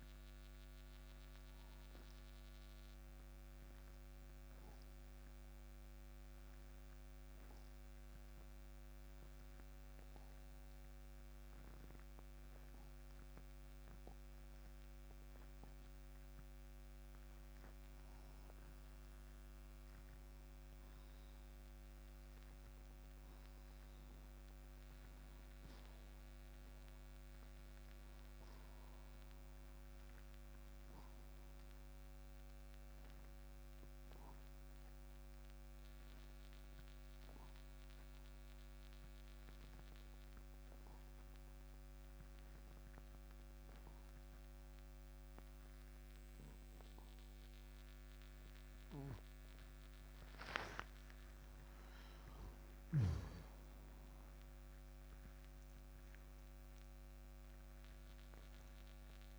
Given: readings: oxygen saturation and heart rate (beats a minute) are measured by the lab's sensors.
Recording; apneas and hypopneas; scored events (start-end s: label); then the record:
breathing in sleep, hard to hear, by a microphone on the trachea; 2
0.00-16.50 s: oxygen desaturation (device-marked, oxygen 90% lowest)
2.00-17.00 s: obstructive apnea (oxygen 95% before, 90% lowest)
20.50-24.50 s: arousal
29.50-55.50 s: oxygen desaturation (device-marked, oxygen 97% before, 90% lowest)
31.50-48.00 s: obstructive apnea (oxygen 97% before, 90% lowest)
51.00-56.50 s: arousal
From the record:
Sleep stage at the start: N2 (light sleep); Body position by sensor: on the right side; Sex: male